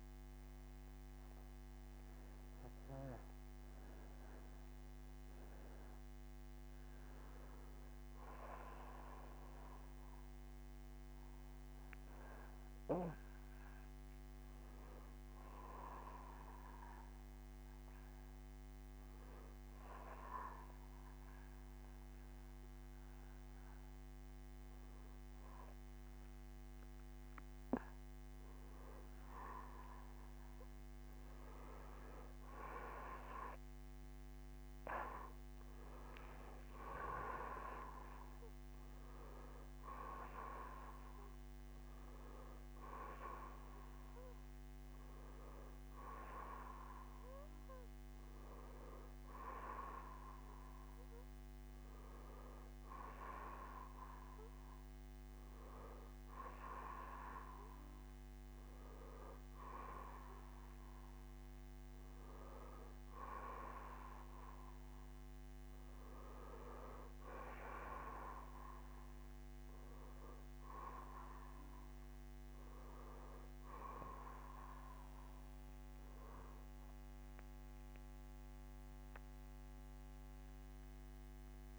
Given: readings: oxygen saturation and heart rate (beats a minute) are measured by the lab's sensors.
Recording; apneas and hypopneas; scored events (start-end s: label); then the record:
breathing in sleep by a microphone on the trachea; 1
0.50-25.00 s: hypopnea (oxygen 97% before, 91% lowest, heart rate 74 before, 50 extreme, up 24 after)
10.00-12.00 s: bradycardia (device-marked, heart rate 67 before, 62 extreme)
26.50-31.50 s: arousal
31.00-35.00 s: bradycardia (device-marked, heart rate 68 before, 55 extreme)
36.00-50.00 s: oxygen desaturation (device-marked, oxygen 95% before, 91% lowest, heart rate 90 before, 48 extreme)
53.00-59.00 s: bradycardia (device-marked, heart rate 69 before, 57 extreme)
From the record:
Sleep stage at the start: N2 (light sleep); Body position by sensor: on the back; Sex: male